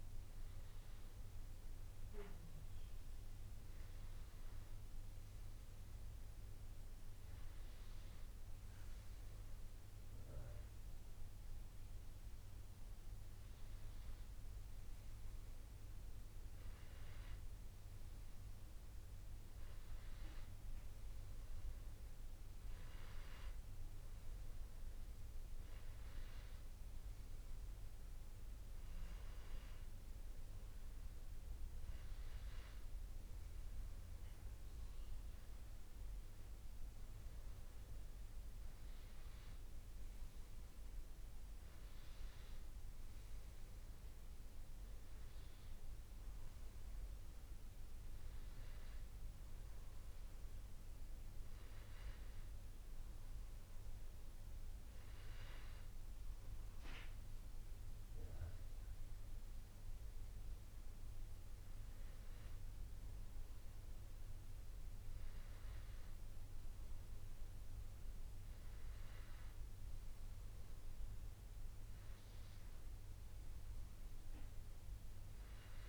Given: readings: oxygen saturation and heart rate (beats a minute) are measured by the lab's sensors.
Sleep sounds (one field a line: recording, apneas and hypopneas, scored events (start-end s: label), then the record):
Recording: breathing in sleep, hard to hear, by a room microphone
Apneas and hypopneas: none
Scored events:
none scored
From the record:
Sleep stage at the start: N1 (lightest sleep)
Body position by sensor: on the back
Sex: male